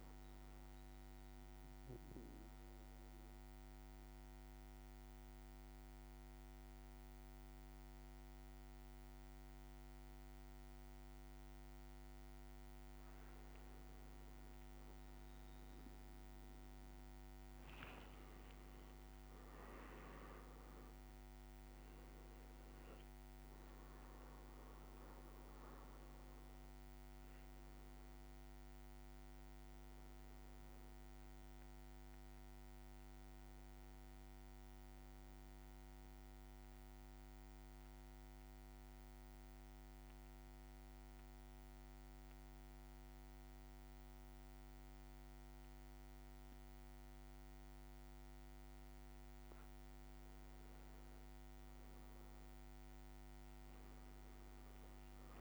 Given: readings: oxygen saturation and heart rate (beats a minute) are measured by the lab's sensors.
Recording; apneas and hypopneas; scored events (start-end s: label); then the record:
breathing in sleep, hard to hear, by a microphone on the trachea; 2
0.50-12.50 s: central apnea (oxygen 99% before, 94% lowest, heart rate 57 before, 56 extreme, up 5 after)
16.00-19.00 s: leg movement (device-marked)
18.00-23.50 s: arousal
35.50-49.00 s: central apnea (oxygen 97% before, 94% lowest, heart rate 59 before, 54 extreme, up 6 after)
50.00-52.50 s: leg movement (device-marked)
51.50-55.41 s: arousal
From the record:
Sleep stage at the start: N2 (light sleep); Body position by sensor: on the back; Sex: male